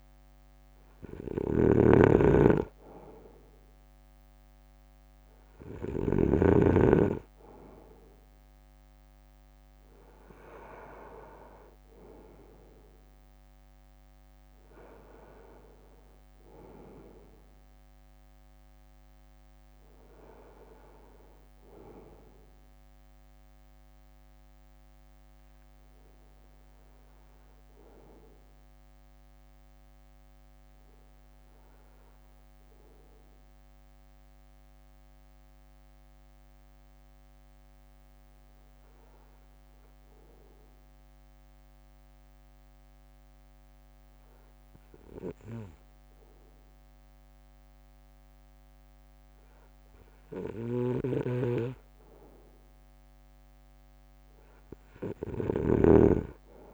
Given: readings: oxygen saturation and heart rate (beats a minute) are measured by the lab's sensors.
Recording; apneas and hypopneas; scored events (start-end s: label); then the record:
breathing in sleep by a microphone on the trachea; 1
0.00-6.50 s: snoring (device-marked)
1.00-24.00 s: drop in pulse transit time (device-marked, heart rate 59 before, 55 extreme)
26.00-28.00 s: arousal
30.50-50.50 s: obstructive apnea (oxygen 96% before, 94% lowest, heart rate 61 before, 52 extreme, up 4 after)
50.50-56.00 s: snoring (device-marked)
52.00-54.50 s: arousal
From the record:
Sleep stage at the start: N2 (light sleep); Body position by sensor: on the front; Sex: male